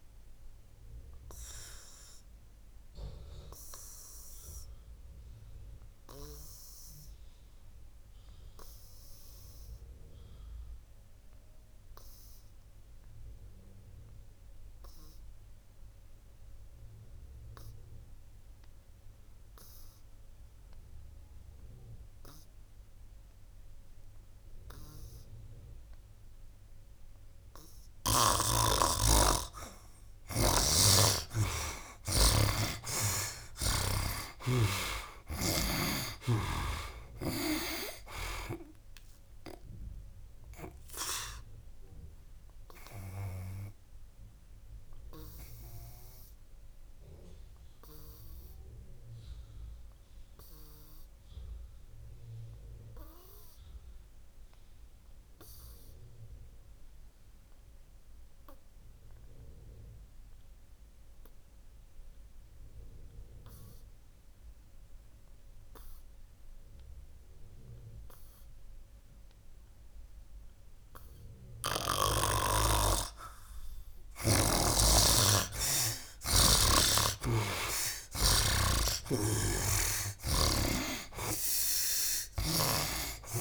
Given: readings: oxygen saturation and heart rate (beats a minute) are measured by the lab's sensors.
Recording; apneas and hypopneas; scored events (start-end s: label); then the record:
breathing in sleep by a room microphone; 2
0.00-19.00 s: oxygen desaturation (device-marked, oxygen 73% lowest, heart rate 63 extreme)
1.50-28.50 s: obstructive apnea (oxygen 98% before, 73% lowest, heart rate 70 before, 63 extreme, up 16 after)
24.00-61.00 s: oxygen desaturation (device-marked, oxygen 98% before, 74% lowest, heart rate 67 before, 62 extreme)
30.00-34.00 s: snoring (device-marked)
31.50-35.50 s: arousal
40.00-73.00 s: obstructive apnea (oxygen 98% before, 69% lowest, heart rate 69 before, 62 extreme, up 17 after)
63.00-83.41 s: oxygen desaturation (device-marked, oxygen 97% before, 69% lowest, heart rate 67 before, 61 extreme)
76.00-79.50 s: arousal
79.00-82.50 s: snoring (device-marked)
From the record:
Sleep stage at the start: N2 (light sleep); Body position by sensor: on the back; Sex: male